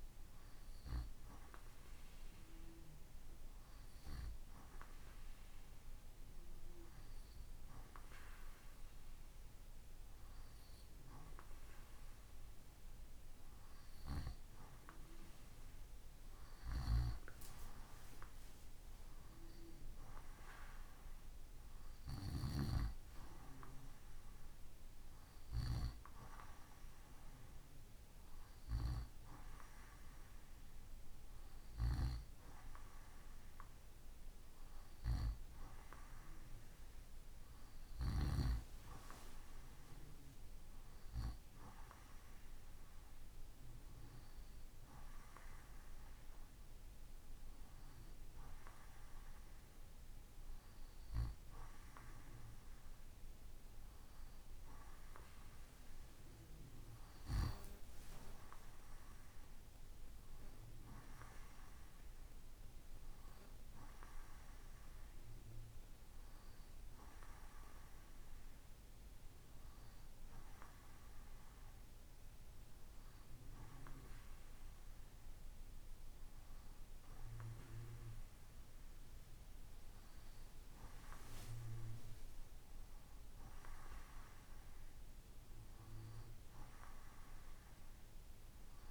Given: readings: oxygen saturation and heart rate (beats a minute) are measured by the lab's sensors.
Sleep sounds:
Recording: breathing in sleep by a room microphone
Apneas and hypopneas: none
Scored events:
none scored
From the record:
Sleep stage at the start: N2 (light sleep)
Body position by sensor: on the right side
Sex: male

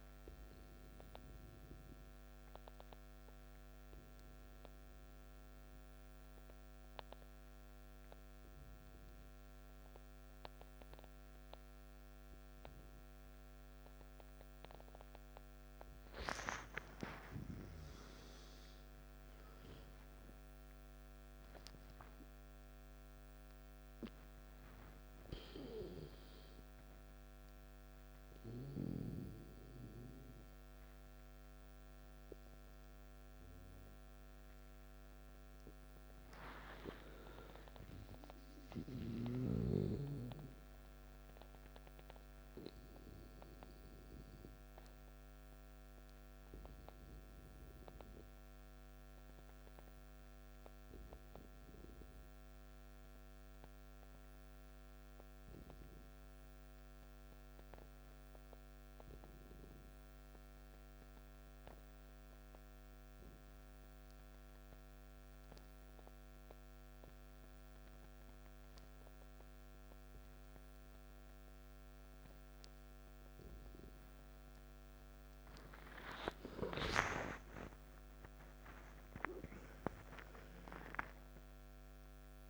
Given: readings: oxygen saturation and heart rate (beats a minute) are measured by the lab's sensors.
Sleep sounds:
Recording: breathing in sleep by a microphone on the trachea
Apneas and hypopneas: 2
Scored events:
0.00-3.50 s: oxygen desaturation (device-marked, oxygen 93% lowest, heart rate 51 extreme)
1.00-16.00 s: obstructive apnea (oxygen 98% before, 93% lowest, heart rate 59 before, 51 extreme, up 14 after)
17.00-22.00 s: arousal
22.50-41.50 s: oxygen desaturation (device-marked, oxygen 98% before, 93% lowest, heart rate 54 before, 53 extreme)
44.50-75.50 s: obstructive apnea (oxygen 98% before, 88% lowest, heart rate 58 before, 52 extreme, up 18 after)
66.50-82.50 s: oxygen desaturation (device-marked, oxygen 97% before, 88% lowest, heart rate 54 before, 52 extreme)
76.00-81.00 s: arousal
From the record:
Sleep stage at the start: N2 (light sleep)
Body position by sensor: on the back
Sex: male

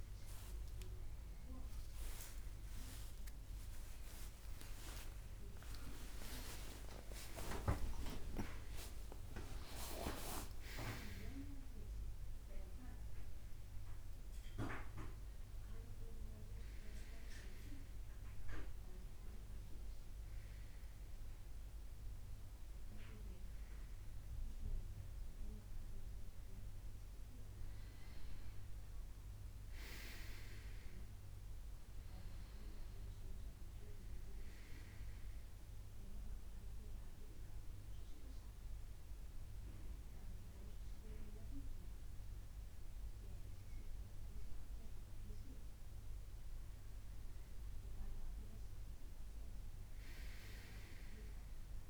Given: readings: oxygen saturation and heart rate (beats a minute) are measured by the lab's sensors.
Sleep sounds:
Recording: a person awake in a sleep study, by a room microphone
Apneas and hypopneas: none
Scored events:
30.00-51.90 s: new sleep stage, N1 (lightest sleep)
From the record:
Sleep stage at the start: awake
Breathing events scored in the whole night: 277 in 3.8 hours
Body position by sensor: on the right side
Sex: male

